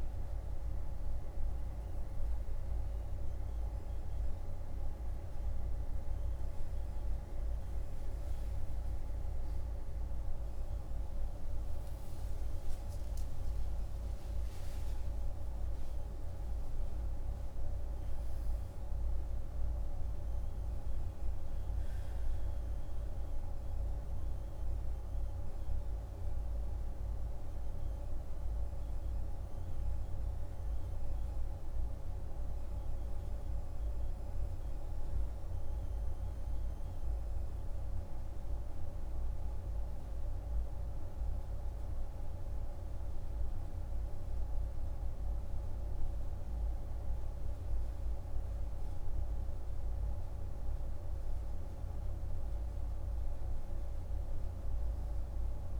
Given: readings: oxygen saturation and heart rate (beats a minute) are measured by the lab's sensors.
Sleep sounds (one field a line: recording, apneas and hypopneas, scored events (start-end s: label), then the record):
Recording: breathing in sleep, hard to hear, by a room microphone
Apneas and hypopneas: none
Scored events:
4.50-9.00 s: arousal
From the record:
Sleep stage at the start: N2 (light sleep)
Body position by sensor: on the right side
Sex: male